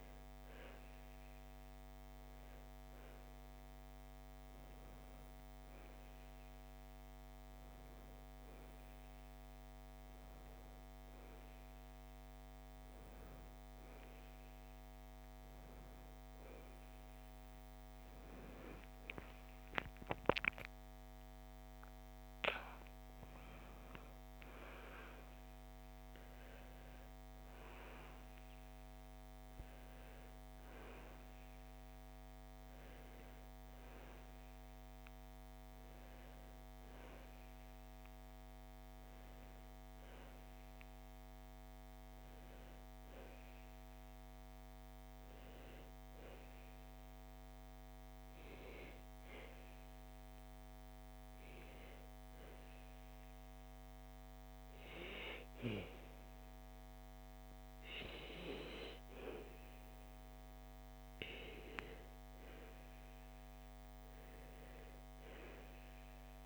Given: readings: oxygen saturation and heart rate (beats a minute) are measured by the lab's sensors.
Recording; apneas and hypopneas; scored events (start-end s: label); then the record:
breathing in sleep by a microphone on the trachea; none
19.00-22.50 s: arousal
57.00-66.46 s: new sleep stage, N2 (light sleep)
From the record:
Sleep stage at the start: N1 (lightest sleep); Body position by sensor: on the back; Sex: female